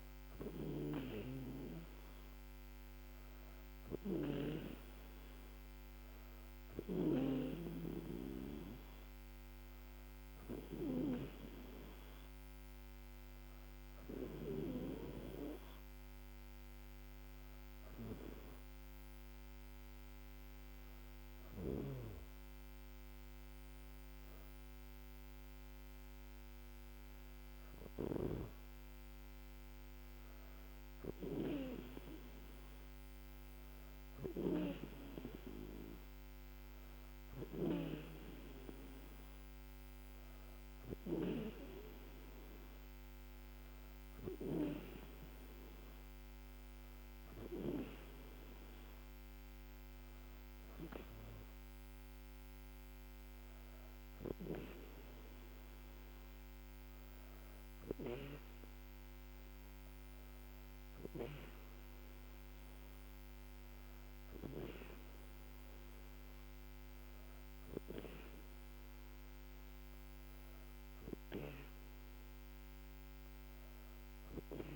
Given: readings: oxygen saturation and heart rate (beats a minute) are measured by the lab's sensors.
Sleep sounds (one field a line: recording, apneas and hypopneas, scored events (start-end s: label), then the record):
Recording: breathing in sleep by a microphone on the trachea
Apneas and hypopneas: none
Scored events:
none scored
From the record:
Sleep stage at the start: N2 (light sleep)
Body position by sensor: on the back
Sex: female